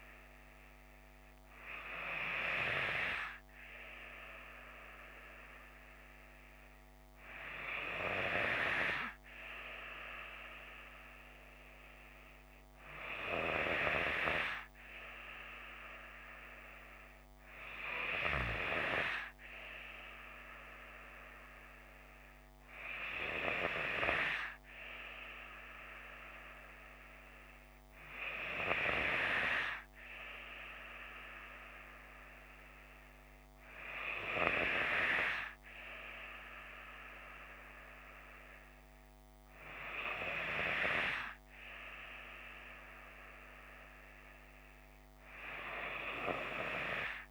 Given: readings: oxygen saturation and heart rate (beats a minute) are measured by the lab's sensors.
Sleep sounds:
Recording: breathing in sleep by a microphone on the trachea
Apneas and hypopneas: none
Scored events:
none scored
From the record:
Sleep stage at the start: N3 (deep sleep)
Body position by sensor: on the left side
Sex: female

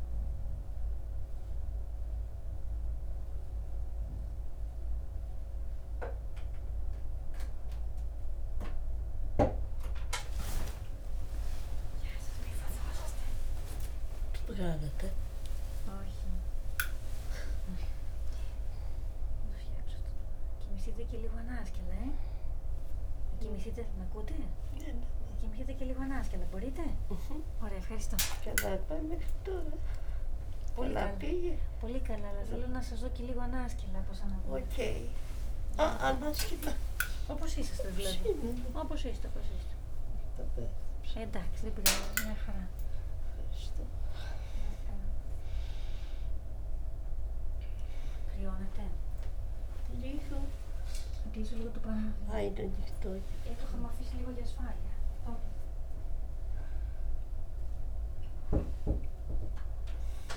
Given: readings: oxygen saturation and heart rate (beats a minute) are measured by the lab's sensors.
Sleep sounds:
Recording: a person awake in a sleep study, by a room microphone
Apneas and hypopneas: none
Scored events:
6.50-60.37 s: new sleep stage, awake
10.50-12.50 s: long interval between heartbeats (device-marked, heart rate 59 before, 88 extreme)
10.50-13.50 s: tachycardia (device-marked, heart rate 59 before, 98 extreme)
14.00-16.00 s: long interval between heartbeats (device-marked, heart rate 64 before, 110 extreme)
53.50-55.50 s: long interval between heartbeats (device-marked, heart rate 81 before, 85 extreme)
From the record:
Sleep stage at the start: N2 (light sleep)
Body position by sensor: on the back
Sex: female

